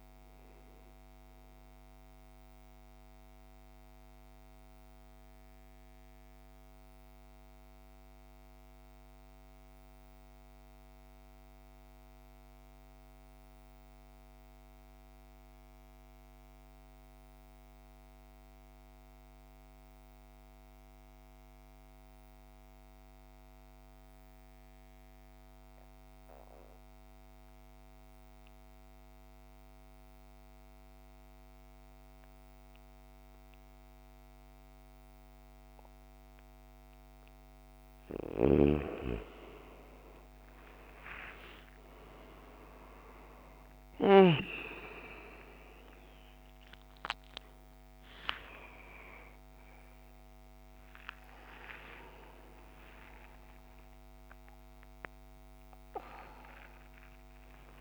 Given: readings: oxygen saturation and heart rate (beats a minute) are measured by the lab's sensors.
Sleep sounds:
a person partly awake in a sleep study, by a microphone on the trachea; 1
0.00-13.50 s: oxygen desaturation (device-marked, oxygen 81% lowest, heart rate 52 extreme)
2.00-36.50 s: mixed apnea (oxygen 98% before, 76% lowest, heart rate 63 before, 52 extreme, up 19 after)
23.50-57.81 s: oxygen desaturation (device-marked, oxygen 100% before, 76% lowest, heart rate 55 before, 52 extreme)
32.50-57.81 s: new sleep stage, awake
From the record:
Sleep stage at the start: N2 (light sleep); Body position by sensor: on the back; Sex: male

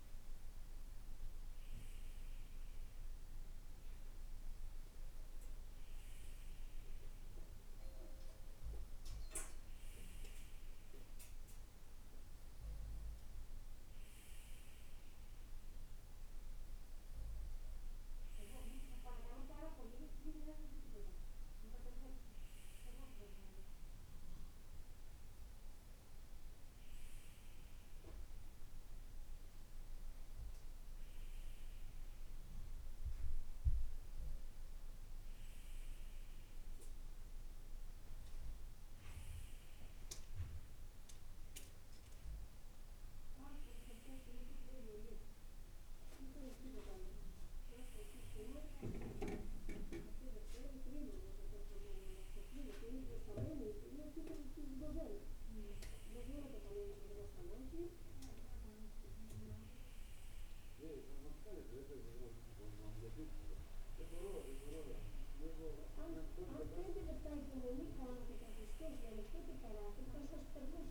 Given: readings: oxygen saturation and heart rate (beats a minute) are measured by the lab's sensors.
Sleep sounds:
breathing in sleep by a room microphone; none
none scored
From the record:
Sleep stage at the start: N2 (light sleep); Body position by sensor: on the right side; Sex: male

